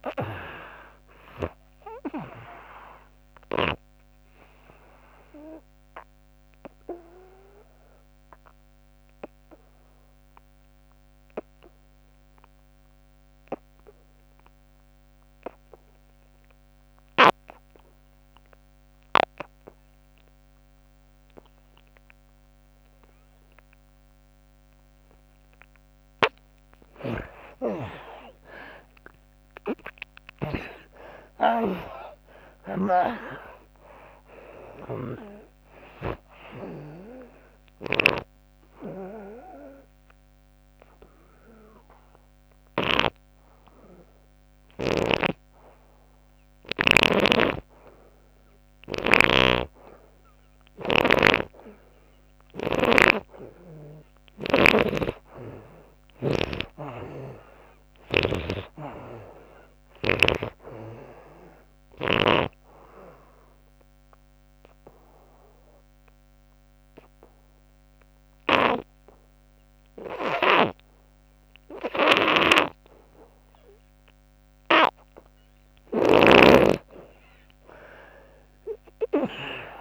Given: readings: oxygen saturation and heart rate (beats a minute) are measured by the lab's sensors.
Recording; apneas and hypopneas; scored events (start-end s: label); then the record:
breathing in sleep by a microphone on the trachea; 3
0.00-19.00 s: oxygen desaturation (device-marked, oxygen 73% lowest, heart rate 66 extreme)
6.00-25.50 s: obstructive apnea (oxygen 98% before, 72% lowest, heart rate 105 before, 66 extreme, up 33 after)
27.00-31.00 s: arousal
30.00-38.00 s: snoring (device-marked)
34.00-47.00 s: oxygen desaturation (device-marked, oxygen 97% before, 72% lowest, heart rate 77 before, 75 extreme)
38.00-53.00 s: obstructive apnea (oxygen 98% before, 72% lowest, heart rate 85 before, 69 extreme, up 16 after)
44.50-60.00 s: snoring (device-marked)
55.00-58.00 s: arousal
59.00-72.00 s: oxygen desaturation (device-marked, oxygen 98% before, 86% lowest, heart rate 87 before, 68 extreme)
62.50-75.00 s: obstructive apnea (oxygen 98% before, 77% lowest, heart rate 84 before, 68 extreme, up 51 after)
74.00-79.81 s: oxygen desaturation (device-marked, oxygen 92% before, 77% lowest, heart rate 84 before, 67 extreme)
77.00-79.81 s: arousal
From the record:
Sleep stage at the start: N2 (light sleep); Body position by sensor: on the back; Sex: female